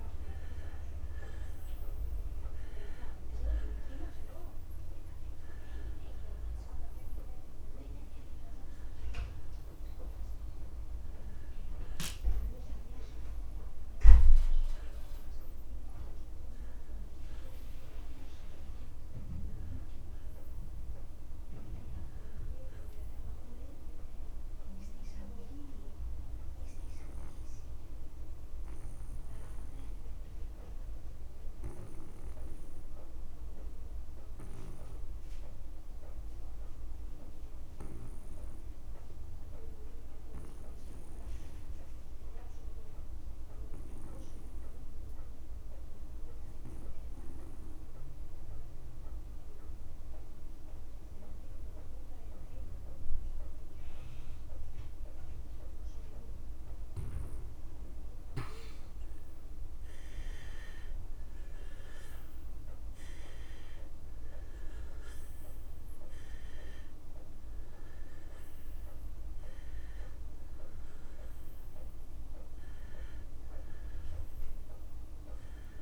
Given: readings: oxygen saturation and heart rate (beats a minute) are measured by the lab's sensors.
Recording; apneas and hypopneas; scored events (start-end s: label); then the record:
breathing in sleep by a room microphone; 1
0.00-1.00 s: arousal
0.00-25.50 s: oxygen desaturation (device-marked, oxygen 86% lowest)
25.00-57.00 s: obstructive apnea (oxygen 90% before, 77% lowest)
35.50-37.50 s: long interval between heartbeats (device-marked)
46.50-75.82 s: oxygen desaturation (device-marked, oxygen 98% before, 77% lowest)
47.00-49.00 s: long interval between heartbeats (device-marked)
60.50-65.50 s: arousal
From the record:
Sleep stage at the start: N2 (light sleep); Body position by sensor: on the back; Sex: male